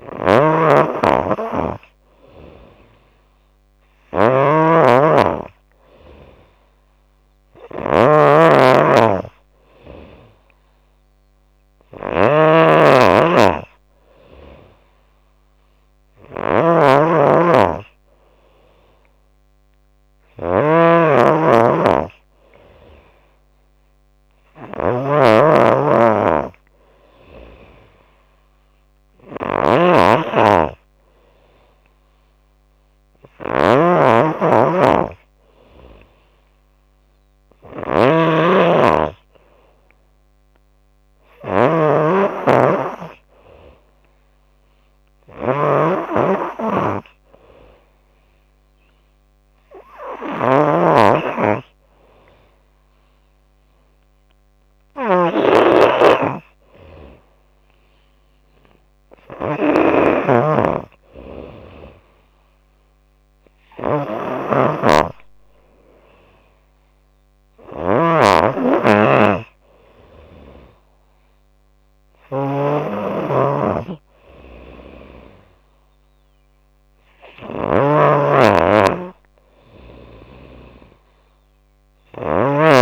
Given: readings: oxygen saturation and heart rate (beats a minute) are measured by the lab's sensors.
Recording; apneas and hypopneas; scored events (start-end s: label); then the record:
breathing in sleep by a microphone on the trachea; none
0.00-82.82 s: snoring (device-marked)
5.50-7.50 s: long interval between heartbeats (device-marked, heart rate 95 before, 95 extreme)
7.00-9.00 s: tachycardia (device-marked, heart rate 86 before, 96 extreme)
10.00-12.00 s: long interval between heartbeats (device-marked, heart rate 97 before, 103 extreme)
23.00-25.00 s: long interval between heartbeats (device-marked, heart rate 93 before, 98 extreme)
24.00-26.00 s: tachycardia (device-marked, heart rate 87 before, 98 extreme)
27.00-29.00 s: long interval between heartbeats (device-marked, heart rate 94 before, 107 extreme)
35.50-37.50 s: long interval between heartbeats (device-marked, heart rate 94 before, 94 extreme)
36.00-39.00 s: tachycardia (device-marked, heart rate 87 before, 96 extreme)
39.50-41.50 s: long interval between heartbeats (device-marked, heart rate 95 before, 103 extreme)
41.00-50.00 s: tachycardia (device-marked, heart rate 87 before, 117 extreme)
44.00-46.00 s: long interval between heartbeats (device-marked, heart rate 98 before, 106 extreme)
47.50-49.50 s: long interval between heartbeats (device-marked, heart rate 99 before, 116 extreme)
55.50-57.50 s: long interval between heartbeats (device-marked, heart rate 102 before, 96 extreme)
57.00-65.00 s: tachycardia (device-marked, heart rate 88 before, 107 extreme)
57.00-72.00 s: drop in pulse transit time (device-marked, heart rate 102 before, 94 extreme)
62.00-64.00 s: long interval between heartbeats (device-marked, heart rate 102 before, 104 extreme)
65.50-67.50 s: long interval between heartbeats (device-marked, heart rate 103 before, 107 extreme)
67.00-69.00 s: tachycardia (device-marked, heart rate 88 before, 105 extreme)
70.00-72.00 s: long interval between heartbeats (device-marked, heart rate 101 before, 103 extreme)
70.00-73.00 s: tachycardia (device-marked, heart rate 88 before, 105 extreme)
72.50-74.50 s: long interval between heartbeats (device-marked, heart rate 101 before, 100 extreme)
79.50-81.50 s: long interval between heartbeats (device-marked, heart rate 102 before, 92 extreme)
From the record:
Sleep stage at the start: N3 (deep sleep); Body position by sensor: on the back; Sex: female